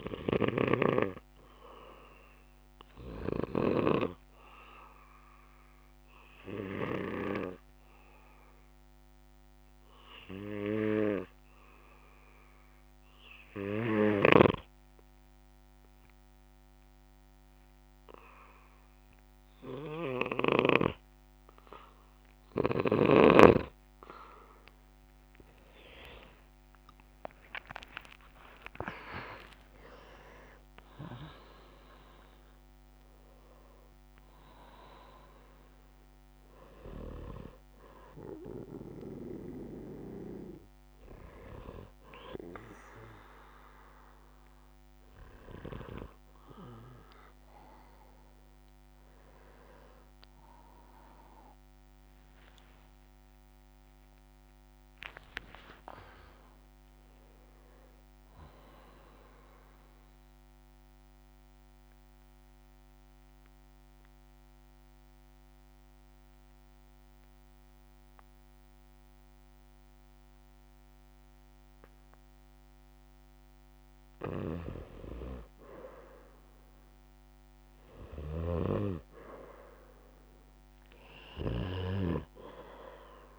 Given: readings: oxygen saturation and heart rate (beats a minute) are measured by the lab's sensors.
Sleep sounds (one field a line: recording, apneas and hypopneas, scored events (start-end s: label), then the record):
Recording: breathing in sleep by a microphone on the trachea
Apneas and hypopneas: 2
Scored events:
0.00-4.00 s: snoring (device-marked)
0.00-10.00 s: oxygen desaturation (device-marked, oxygen 95% before, 92% lowest, heart rate 66 before, 67 extreme)
5.00-21.50 s: obstructive apnea (oxygen 96% before, 89% lowest, heart rate 66 before, 64 extreme, up 21 after)
14.50-21.00 s: snoring (device-marked)
24.50-30.00 s: arousal
37.00-40.00 s: oxygen desaturation (device-marked, oxygen 92% before, 89% lowest, heart rate 80 before, 64 extreme)
53.50-58.00 s: arousal
60.50-74.00 s: obstructive apnea (oxygen 98% before, 91% lowest, heart rate 69 before, 60 extreme, up 11 after)
74.50-82.00 s: snoring (device-marked)
76.00-79.50 s: arousal
79.00-83.39 s: oxygen desaturation (device-marked, oxygen 98% before, 93% lowest, heart rate 64 before, 63 extreme)
From the record:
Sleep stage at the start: N2 (light sleep)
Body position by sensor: on the back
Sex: male